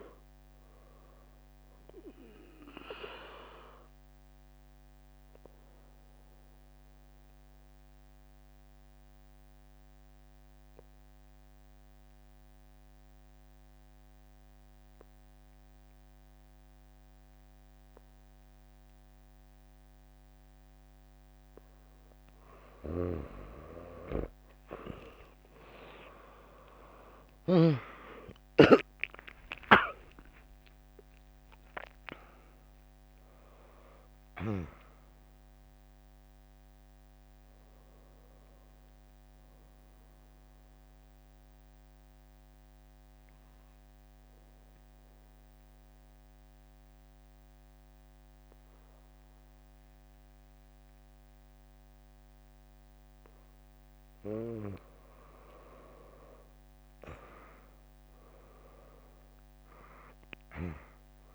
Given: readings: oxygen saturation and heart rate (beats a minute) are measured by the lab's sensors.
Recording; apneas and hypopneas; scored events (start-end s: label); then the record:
breathing in sleep by a microphone on the trachea; 2
2.50-14.50 s: drop in pulse transit time (device-marked, heart rate 68 before, 73 extreme)
4.50-20.50 s: obstructive apnea (oxygen 100% before, 94% lowest, heart rate 67 before, 58 extreme, up 1 after)
24.50-51.50 s: oxygen desaturation (device-marked, oxygen 99% before, 94% lowest, heart rate 77 before, 60 extreme)
25.00-30.50 s: arousal
29.50-43.50 s: drop in pulse transit time (device-marked, heart rate 72 before, 69 extreme)
41.50-54.50 s: mixed apnea (oxygen 99% before, 95% lowest, heart rate 75 before, 60 extreme)
57.00-61.35 s: arousal
From the record:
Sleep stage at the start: N2 (light sleep); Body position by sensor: on the back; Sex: female